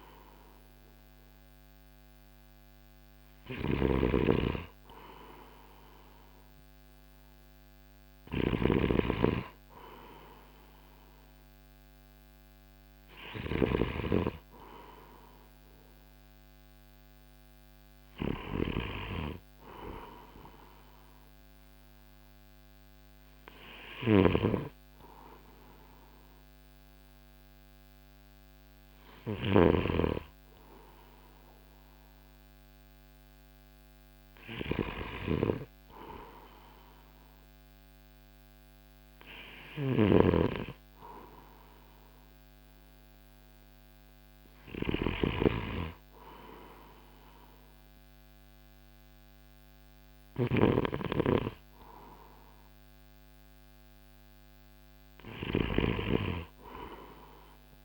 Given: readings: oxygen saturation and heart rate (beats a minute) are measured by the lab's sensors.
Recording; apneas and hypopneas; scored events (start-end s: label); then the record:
breathing in sleep by a microphone on the trachea; none
0.00-13.50 s: snoring (device-marked)
23.50-29.50 s: snoring (device-marked)
39.00-57.85 s: snoring (device-marked)
From the record:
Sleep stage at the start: N2 (light sleep); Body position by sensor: on the right side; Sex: male